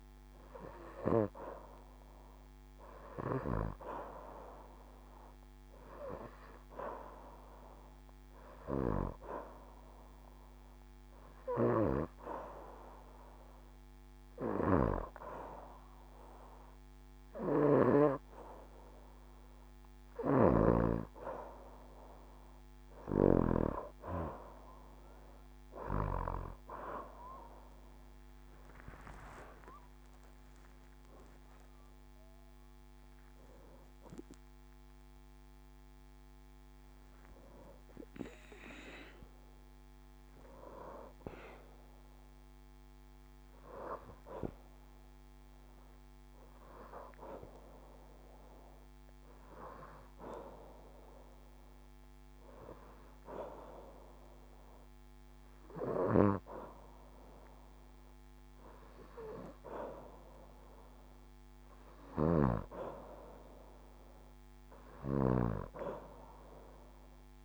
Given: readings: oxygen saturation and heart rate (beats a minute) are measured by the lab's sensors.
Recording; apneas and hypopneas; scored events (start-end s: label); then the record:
breathing in sleep by a microphone on the trachea; 2
4.00-15.00 s: oxygen desaturation (device-marked, oxygen 94% before, 87% lowest, heart rate 70 before, 71 extreme)
11.50-21.50 s: hypopnea (oxygen 95% before, 86% lowest, heart rate 73 before, 66 extreme, up 5 after)
19.50-23.00 s: snoring (device-marked)
25.00-28.50 s: arousal
29.00-47.00 s: oxygen desaturation (device-marked, oxygen 89% before, 86% lowest, heart rate 75 before, 66 extreme)
46.00-59.00 s: hypopnea (oxygen 90% before, 88% lowest, heart rate 74 before, 68 extreme, up 4 after)
60.00-63.50 s: arousal
From the record:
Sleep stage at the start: N2 (light sleep); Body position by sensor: on the back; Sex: female